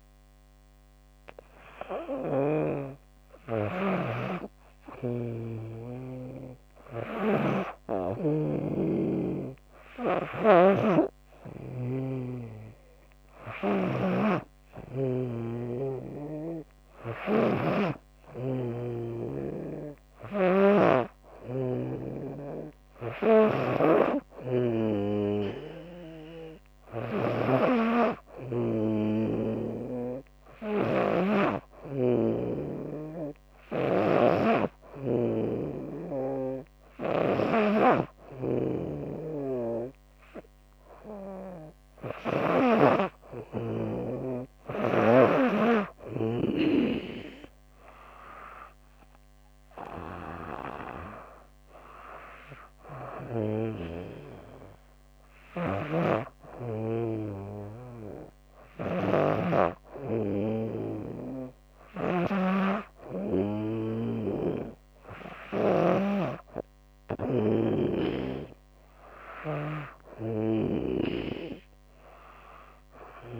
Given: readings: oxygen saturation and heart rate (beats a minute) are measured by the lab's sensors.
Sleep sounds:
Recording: breathing in sleep by a microphone on the trachea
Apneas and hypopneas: 1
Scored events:
6.50-27.00 s: snoring (device-marked)
28.00-41.00 s: hypopnea (oxygen 99% before, 95% lowest, heart rate 80 before, 78 extreme, up 4 after)
36.50-42.00 s: snoring (device-marked)
42.50-46.00 s: arousal
55.00-65.50 s: snoring (device-marked)
From the record:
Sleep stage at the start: N2 (light sleep)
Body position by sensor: on the back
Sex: female

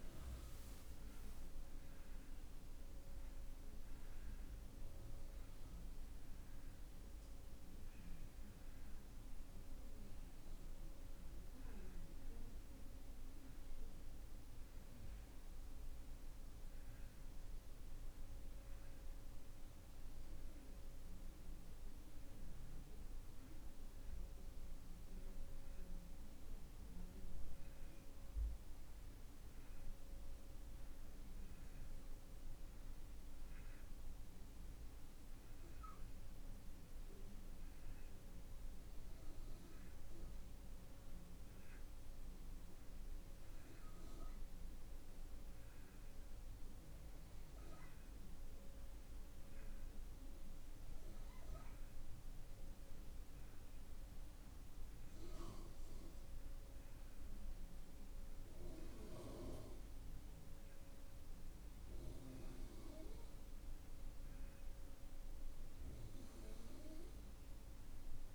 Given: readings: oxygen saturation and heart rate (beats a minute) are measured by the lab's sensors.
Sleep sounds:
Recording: breathing in sleep, hard to hear, by a room microphone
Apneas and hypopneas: none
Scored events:
0.00-9.50 s: oxygen desaturation (device-marked, oxygen 91% lowest)
From the record:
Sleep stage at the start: N2 (light sleep)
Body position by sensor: on the back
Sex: male

